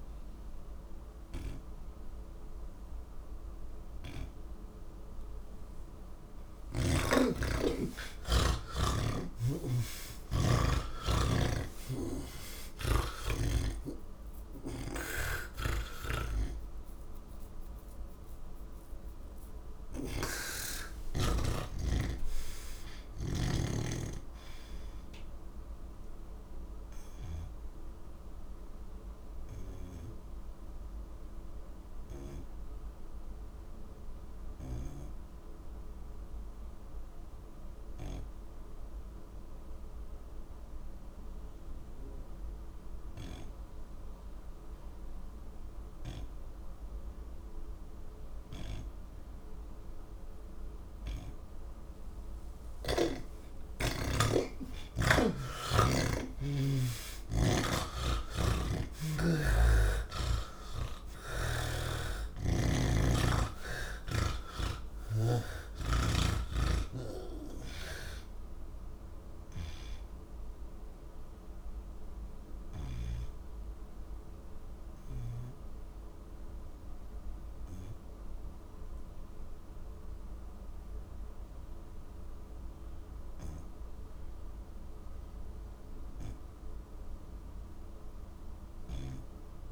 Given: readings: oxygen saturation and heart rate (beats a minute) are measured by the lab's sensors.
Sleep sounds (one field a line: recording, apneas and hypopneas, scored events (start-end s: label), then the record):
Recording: breathing in sleep by a room microphone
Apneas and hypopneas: none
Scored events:
0.00-10.50 s: oxygen desaturation (device-marked, oxygen 75% lowest)
11.00-23.50 s: snoring (device-marked)
57.00-61.50 s: snoring (device-marked)
From the record:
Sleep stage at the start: N1 (lightest sleep)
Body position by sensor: on the back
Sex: male